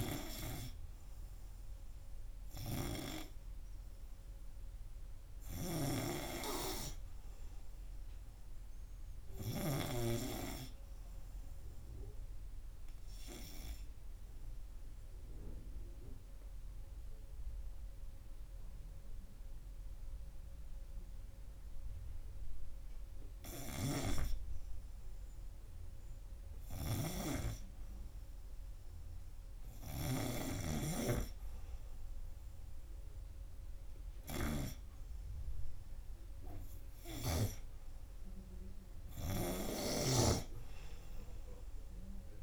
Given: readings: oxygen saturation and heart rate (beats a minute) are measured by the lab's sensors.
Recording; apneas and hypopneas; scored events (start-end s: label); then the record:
breathing in sleep by a room microphone; 1
7.50-10.50 s: arousal
14.50-25.00 s: obstructive apnea (oxygen 97% before, 95% lowest, heart rate 87 before, 82 extreme, up 5 after)
27.00-31.00 s: arousal
27.50-38.00 s: snoring (device-marked)
From the record:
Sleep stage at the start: N2 (light sleep); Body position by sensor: on the right side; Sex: male